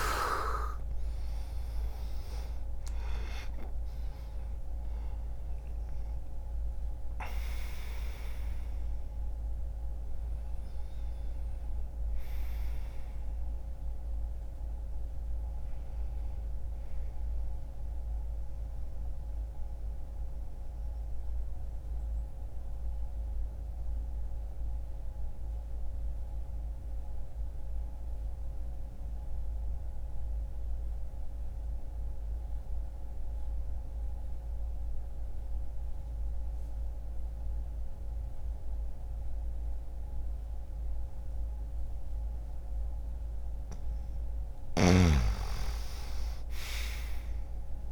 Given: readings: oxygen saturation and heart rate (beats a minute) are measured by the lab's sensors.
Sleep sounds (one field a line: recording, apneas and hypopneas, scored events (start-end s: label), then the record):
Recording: breathing in sleep by a room microphone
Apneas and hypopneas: 1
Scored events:
0.00-2.00 s: arousal
18.50-43.50 s: mixed apnea (oxygen 98% before, 88% lowest, heart rate 64 before, 60 extreme, up 3 after)
23.50-33.50 s: oxygen desaturation (device-marked, oxygen 93% before, 88% lowest, heart rate 64 before, 60 extreme)
45.00-47.91 s: arousal
From the record:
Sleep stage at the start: N2 (light sleep)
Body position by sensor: on the back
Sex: male